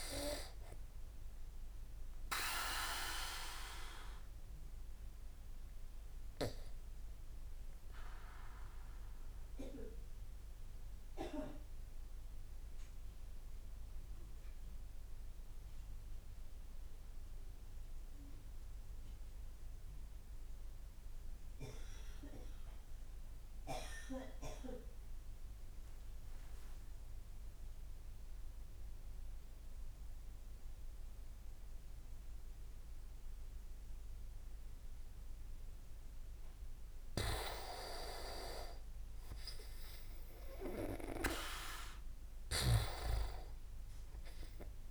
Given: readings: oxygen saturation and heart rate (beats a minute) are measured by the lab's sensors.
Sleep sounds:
breathing in sleep by a room microphone; 1
0.00-7.50 s: oxygen desaturation (device-marked, oxygen 94% lowest)
2.00-33.50 s: obstructive apnea (oxygen 99% before, 94% lowest)
26.00-29.00 s: leg movement (device-marked)
36.00-41.00 s: arousal
42.00-44.91 s: snoring (device-marked)
From the record:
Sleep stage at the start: N2 (light sleep); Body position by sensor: on the back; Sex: male

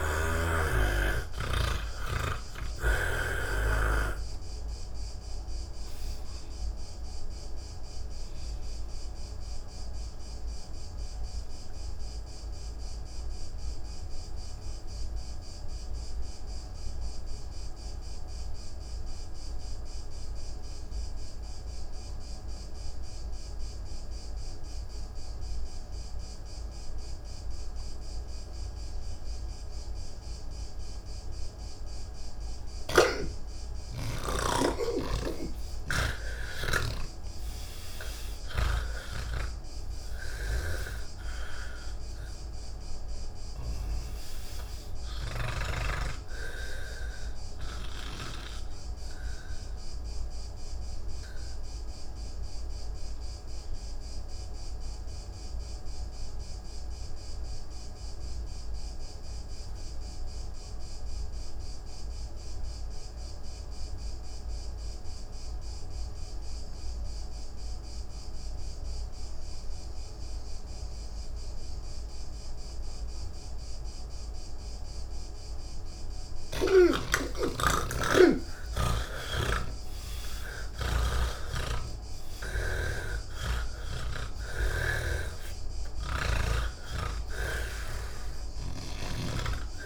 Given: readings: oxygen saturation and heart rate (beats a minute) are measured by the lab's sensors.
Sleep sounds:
breathing in sleep by a room microphone; 2
0.00-19.00 s: oxygen desaturation (device-marked, oxygen 77% lowest, heart rate 80 extreme)
3.00-31.00 s: obstructive apnea (oxygen 99% before, 77% lowest, heart rate 134 before, 64 extreme, up 10 after)
24.00-63.00 s: oxygen desaturation (device-marked, oxygen 98% before, 80% lowest, heart rate 138 before, 64 extreme)
35.50-39.00 s: snoring (device-marked)
48.50-76.00 s: obstructive apnea (oxygen 98% before, 79% lowest, heart rate 143 before, 46 extreme)
72.00-89.86 s: oxygen desaturation (device-marked, oxygen 99% before, 79% lowest, heart rate 108 before, 46 extreme)
81.50-89.86 s: snoring (device-marked)
From the record:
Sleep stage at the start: N3 (deep sleep); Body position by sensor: on the back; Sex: male

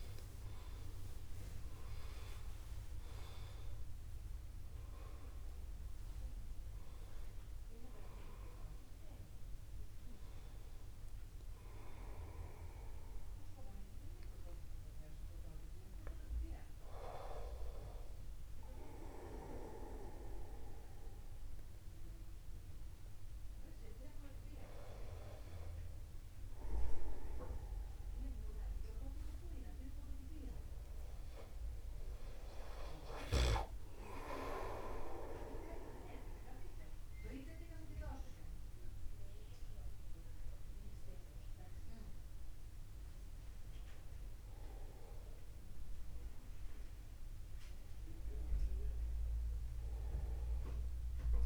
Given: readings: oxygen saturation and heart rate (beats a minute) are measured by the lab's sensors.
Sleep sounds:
a person awake in a sleep study, by a room microphone; none
2.00-51.46 s: new sleep stage, awake
From the record:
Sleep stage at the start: N2 (light sleep); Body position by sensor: upright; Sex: male

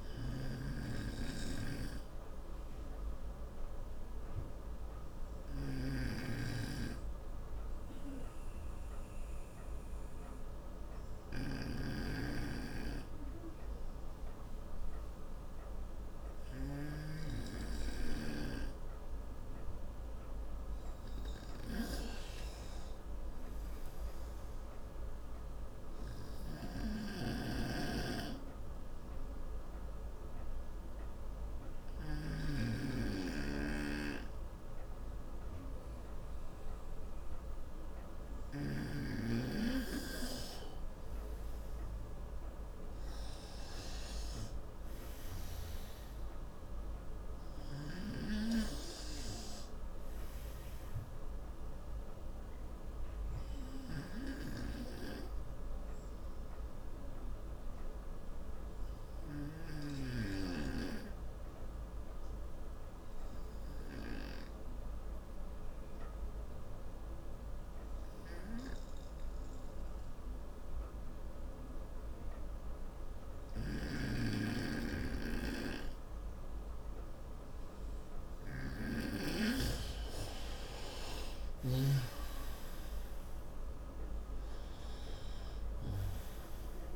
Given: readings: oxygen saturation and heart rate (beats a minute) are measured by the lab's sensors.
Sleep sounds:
breathing in sleep by a room microphone; 3
0.50-33.00 s: snoring (device-marked)
2.50-20.50 s: obstructive apnea (oxygen 96% before, 91% lowest, heart rate 69 before, 63 extreme, up 6 after)
9.00-22.00 s: oxygen desaturation (device-marked, oxygen 95% before, 91% lowest, heart rate 69 before, 64 extreme)
22.00-25.50 s: arousal
28.50-41.00 s: obstructive apnea (oxygen 95% before, 91% lowest, heart rate 67 before, 65 extreme, up 5 after)
39.00-52.00 s: oxygen desaturation (device-marked, oxygen 95% before, 91% lowest, heart rate 69 before, 65 extreme)
42.50-46.00 s: arousal
52.50-78.00 s: obstructive apnea (oxygen 95% before, 89% lowest, heart rate 70 before, 65 extreme, up 4 after)
74.00-80.00 s: snoring (device-marked)
80.00-84.00 s: arousal
From the record:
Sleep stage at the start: N2 (light sleep); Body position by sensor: on the right side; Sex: male

